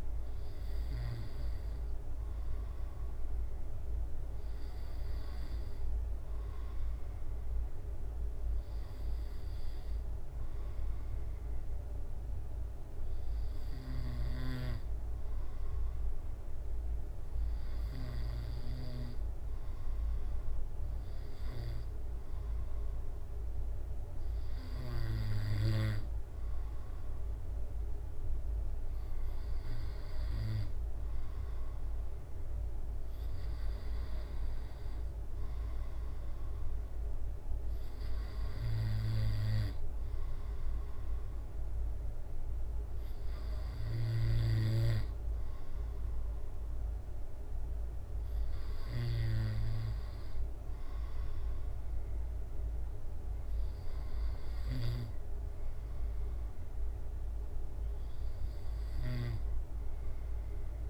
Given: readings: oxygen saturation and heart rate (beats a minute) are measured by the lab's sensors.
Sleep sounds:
breathing in sleep by a room microphone; none
none scored
From the record:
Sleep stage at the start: N2 (light sleep); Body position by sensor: on the back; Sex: male

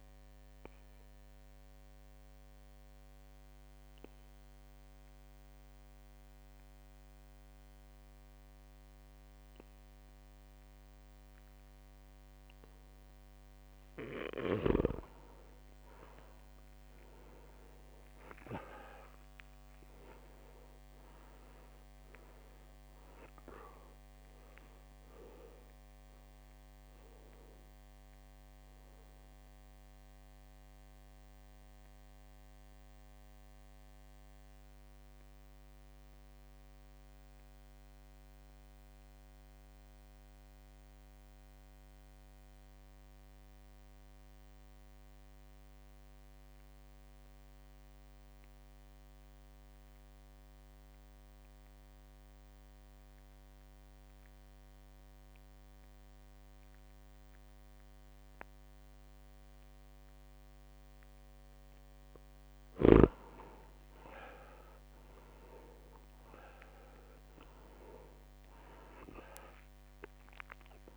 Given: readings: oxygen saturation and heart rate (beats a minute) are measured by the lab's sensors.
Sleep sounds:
breathing in sleep by a microphone on the trachea; 2
0.00-11.00 s: oxygen desaturation (device-marked, oxygen 95% lowest, heart rate 53 extreme)
0.50-14.00 s: mixed apnea (oxygen 100% before, 89% lowest, heart rate 55 before, 53 extreme, up 3 after)
16.50-20.00 s: arousal
20.00-42.00 s: oxygen desaturation (device-marked, oxygen 97% before, 89% lowest, heart rate 55 before, 53 extreme)
25.00-62.50 s: mixed apnea (oxygen 98% before, 83% lowest, heart rate 55 before, 53 extreme, up 2 after)
59.00-70.97 s: oxygen desaturation (device-marked, oxygen 99% before, 83% lowest, heart rate 55 before, 54 extreme)
64.50-69.00 s: arousal
68.00-70.97 s: drop in pulse transit time (device-marked, heart rate 55 before, 54 extreme)
From the record:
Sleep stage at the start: N2 (light sleep); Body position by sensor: on the back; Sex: male

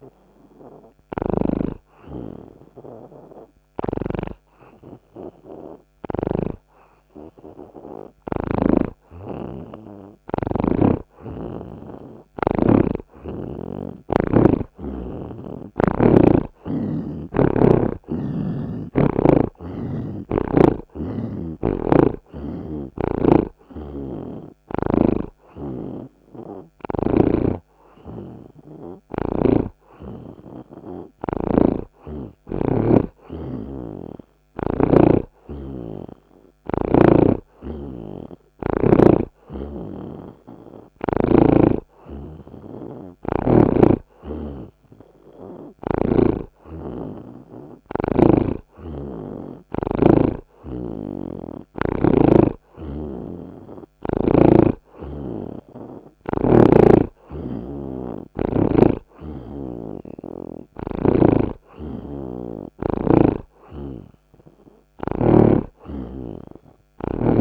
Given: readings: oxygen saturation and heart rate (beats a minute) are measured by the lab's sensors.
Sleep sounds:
breathing in sleep by a microphone on the trachea; 1
0.00-4.50 s: snoring (device-marked)
1.00-11.50 s: hypopnea (oxygen 85% before, 77% lowest)
6.50-13.00 s: snoring (device-marked)
13.00-16.50 s: arousal
26.50-42.50 s: oxygen desaturation (device-marked, oxygen 84% before, 77% lowest)
27.50-35.00 s: snoring (device-marked)
44.50-55.50 s: oxygen desaturation (device-marked, oxygen 85% before, 80% lowest)
62.00-65.50 s: snoring (device-marked)
From the record:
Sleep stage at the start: N2 (light sleep); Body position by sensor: on the right side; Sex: male

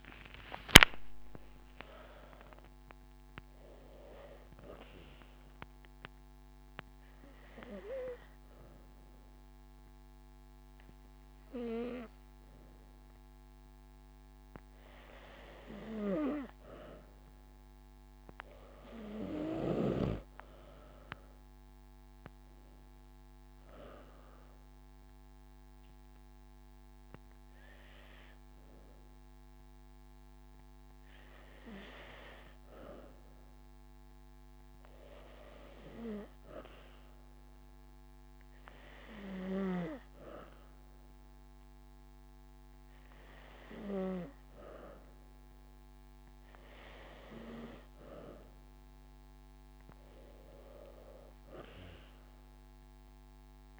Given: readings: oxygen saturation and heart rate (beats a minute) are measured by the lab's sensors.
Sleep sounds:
breathing in sleep by a microphone on the trachea; 1
0.00-3.00 s: arousal
0.00-5.50 s: drop in pulse transit time (device-marked)
5.50-16.50 s: obstructive apnea (oxygen 94% before, 93% lowest)
11.50-13.50 s: long interval between heartbeats (device-marked)
17.50-21.00 s: arousal
18.00-20.00 s: long interval between heartbeats (device-marked)
27.50-29.50 s: long interval between heartbeats (device-marked)
39.50-48.50 s: drop in pulse transit time (device-marked)
43.50-45.50 s: long interval between heartbeats (device-marked)
48.50-52.00 s: arousal
From the record:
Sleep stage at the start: N2 (light sleep); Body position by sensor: on the back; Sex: female

